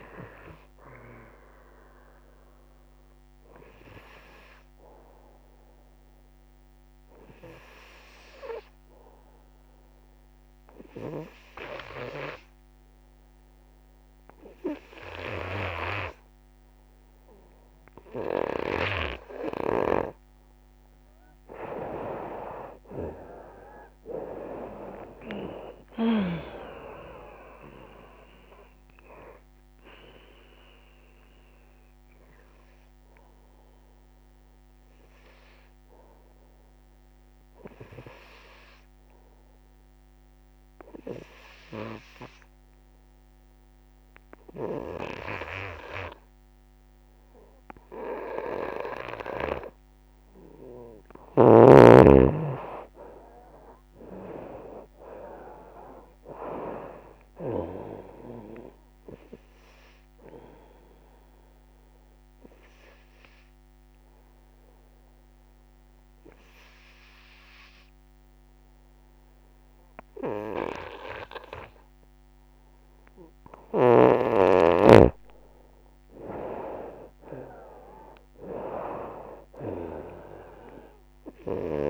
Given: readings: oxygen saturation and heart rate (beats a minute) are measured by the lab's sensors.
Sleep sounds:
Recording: breathing in sleep by a microphone on the trachea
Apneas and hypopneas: 3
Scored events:
0.00-1.50 s: drop in pulse transit time (device-marked, heart rate 69 extreme)
0.00-11.50 s: oxygen desaturation (device-marked, oxygen 84% lowest, heart rate 56 extreme)
7.00-21.00 s: obstructive apnea (oxygen 95% before, 84% lowest, heart rate 77 before, 56 extreme, up 29 after)
8.00-10.00 s: long interval between heartbeats (device-marked, heart rate 77 before, 71 extreme)
13.00-15.00 s: long interval between heartbeats (device-marked, heart rate 76 before, 68 extreme)
18.50-20.50 s: bradycardia (device-marked, heart rate 76 before, 65 extreme)
19.50-21.50 s: long interval between heartbeats (device-marked, heart rate 69 before, 65 extreme)
22.00-25.50 s: arousal
22.50-35.50 s: drop in pulse transit time (device-marked, heart rate 66 before, 57 extreme)
24.50-39.50 s: oxygen desaturation (device-marked, oxygen 97% before, 86% lowest, heart rate 65 before, 61 extreme)
33.00-50.00 s: obstructive apnea (oxygen 97% before, 85% lowest, heart rate 70 before, 67 extreme, up 15 after)
51.50-63.50 s: drop in pulse transit time (device-marked, heart rate 73 before, 76 extreme)
51.50-73.50 s: oxygen desaturation (device-marked, oxygen 96% before, 85% lowest, heart rate 73 before, 62 extreme)
52.50-56.50 s: arousal
61.50-73.50 s: obstructive apnea (oxygen 96% before, 84% lowest, heart rate 81 before, 62 extreme, up 21 after)
75.00-79.00 s: arousal
76.50-81.90 s: drop in pulse transit time (device-marked, heart rate 79 before, 69 extreme)
79.50-81.90 s: oxygen desaturation (device-marked, oxygen 94% before, 85% lowest, heart rate 78 before, 62 extreme)
From the record:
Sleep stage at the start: N2 (light sleep)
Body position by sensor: on the right side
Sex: female

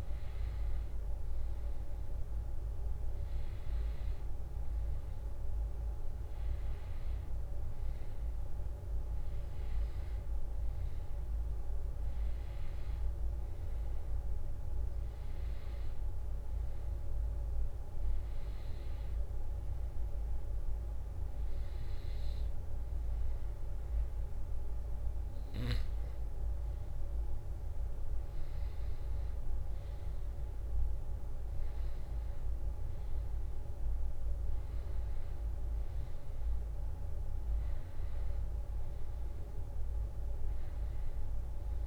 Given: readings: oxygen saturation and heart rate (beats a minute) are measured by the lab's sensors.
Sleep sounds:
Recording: breathing in sleep, hard to hear, by a room microphone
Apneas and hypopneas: none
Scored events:
none scored
From the record:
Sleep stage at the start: N1 (lightest sleep)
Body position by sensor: on the back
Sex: male

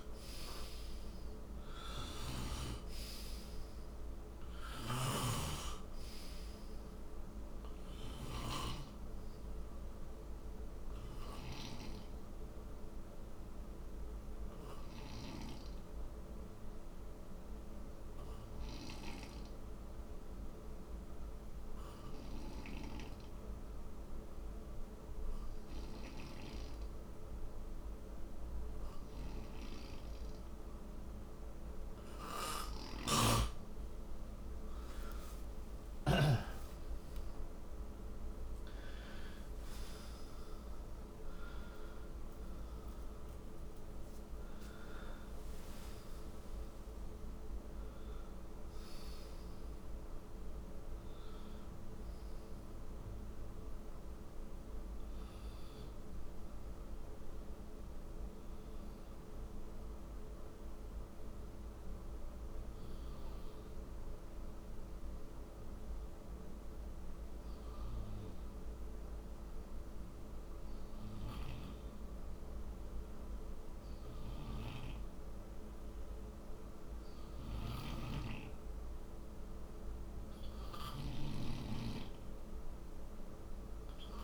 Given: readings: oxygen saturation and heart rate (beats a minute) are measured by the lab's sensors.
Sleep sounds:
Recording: breathing in sleep by a room microphone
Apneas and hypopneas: 2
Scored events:
0.00-3.50 s: arousal
0.00-8.50 s: snoring (device-marked)
4.00-33.00 s: oxygen desaturation (device-marked, oxygen 95% before, 89% lowest, heart rate 63 before, 51 extreme)
14.50-32.00 s: hypopnea (oxygen 95% before, 88% lowest, heart rate 65 before, 52 extreme, up 23 after)
32.50-36.00 s: snoring (device-marked)
35.00-41.00 s: arousal
42.00-43.00 s: oxygen desaturation (device-marked, oxygen 95% before, 89% lowest, heart rate 68 before, 51 extreme)
59.00-84.00 s: oxygen desaturation (device-marked, oxygen 92% before, 88% lowest, heart rate 65 before, 57 extreme)
60.50-77.50 s: hypopnea (oxygen 95% before, 88% lowest, heart rate 63 before, 58 extreme, up 1 after)
74.00-81.00 s: snoring (device-marked)
79.00-83.00 s: arousal
From the record:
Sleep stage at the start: N2 (light sleep)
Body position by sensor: on the right side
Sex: male

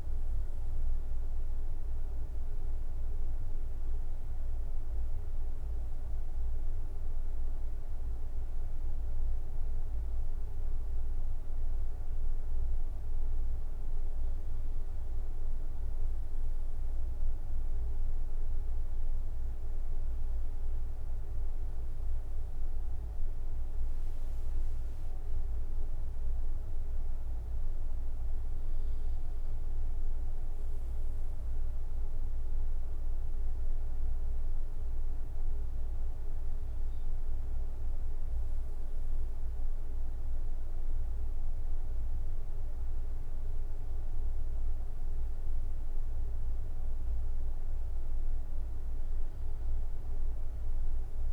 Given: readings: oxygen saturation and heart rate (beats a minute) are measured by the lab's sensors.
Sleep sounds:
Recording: breathing in sleep, hard to hear, by a room microphone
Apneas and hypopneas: none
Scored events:
none scored
From the record:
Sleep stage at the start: N1 (lightest sleep)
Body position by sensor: on the right side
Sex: male

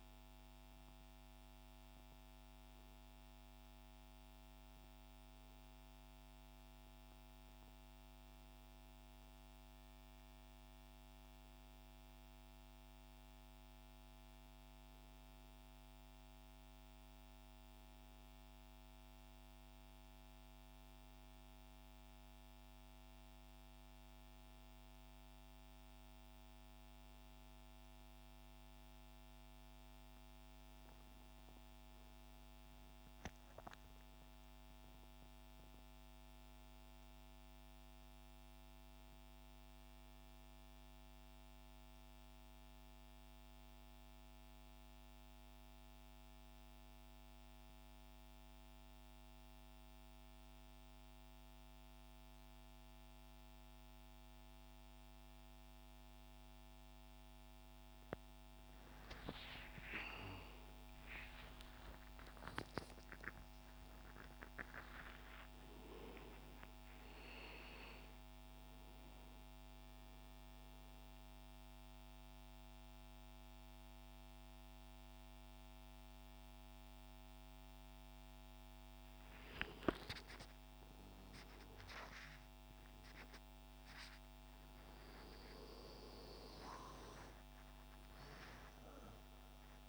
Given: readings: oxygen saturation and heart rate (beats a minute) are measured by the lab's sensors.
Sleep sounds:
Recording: breathing in sleep by a microphone on the trachea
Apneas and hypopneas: 2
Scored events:
13.50-29.50 s: hypopnea (oxygen 99% before, 94% lowest, heart rate 80 before, 97 extreme, up 37 after)
32.00-37.50 s: arousal
45.00-58.00 s: hypopnea (oxygen 98% before, 94% lowest, heart rate 128 before, 79 extreme, up 19 after)
73.00-89.88 s: new sleep stage, awake
From the record:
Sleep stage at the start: N1 (lightest sleep)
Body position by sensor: on the back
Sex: male

